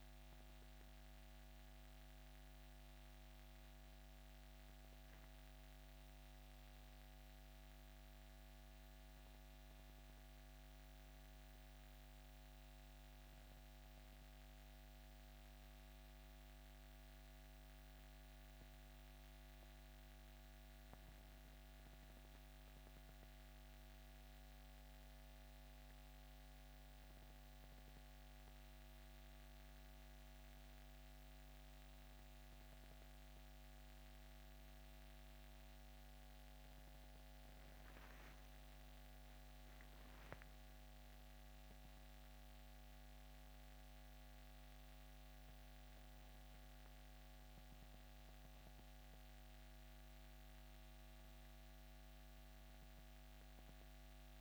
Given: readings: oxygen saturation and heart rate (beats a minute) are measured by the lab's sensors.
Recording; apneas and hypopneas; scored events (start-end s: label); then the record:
breathing in sleep, hard to hear, by a microphone on the trachea; 1
9.00-19.00 s: hypopnea (oxygen 96% before, 90% lowest, heart rate 70 before, 67 extreme, up 4 after)
16.00-47.00 s: oxygen desaturation (device-marked, oxygen 96% before, 90% lowest, heart rate 70 before, 67 extreme)
21.00-26.00 s: arousal
54.00-54.41 s: new sleep stage, N2 (light sleep)
From the record:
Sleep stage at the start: N1 (lightest sleep); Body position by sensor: on the back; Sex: male